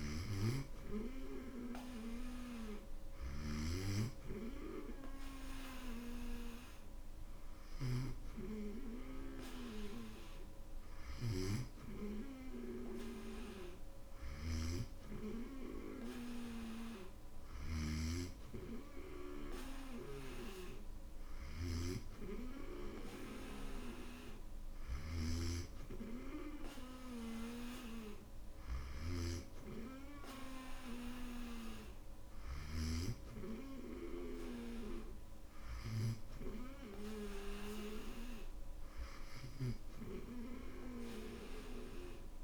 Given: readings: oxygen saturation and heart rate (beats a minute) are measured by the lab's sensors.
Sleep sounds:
breathing in sleep by a room microphone; none
0.00-3.50 s: snoring (device-marked)
14.00-18.00 s: snoring (device-marked)
24.50-33.00 s: snoring (device-marked)
From the record:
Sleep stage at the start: N2 (light sleep); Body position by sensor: on the back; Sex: male

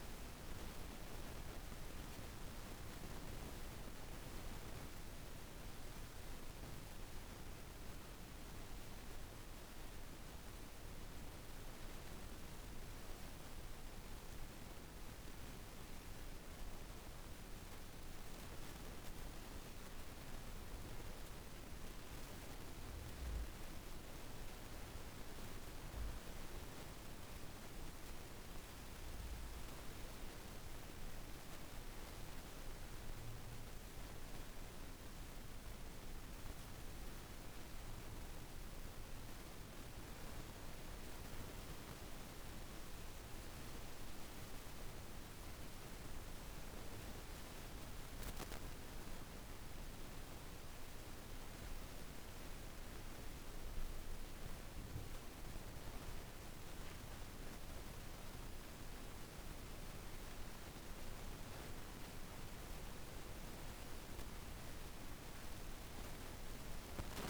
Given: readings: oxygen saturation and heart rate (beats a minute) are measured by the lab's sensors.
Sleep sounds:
breathing in sleep, hard to hear, by a room microphone; none
none scored
From the record:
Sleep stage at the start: N2 (light sleep); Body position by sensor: on the back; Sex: female

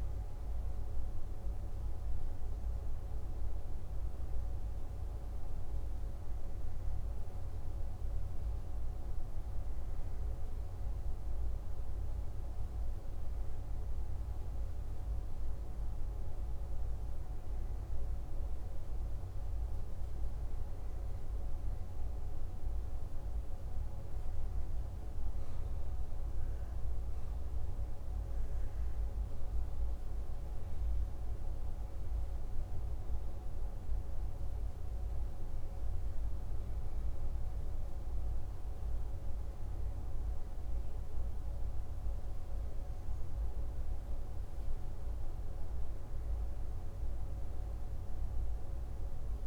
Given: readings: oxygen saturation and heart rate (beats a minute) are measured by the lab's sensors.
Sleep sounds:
breathing in sleep, hard to hear, by a room microphone; none
none scored
From the record:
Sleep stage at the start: REM sleep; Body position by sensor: on the back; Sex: male

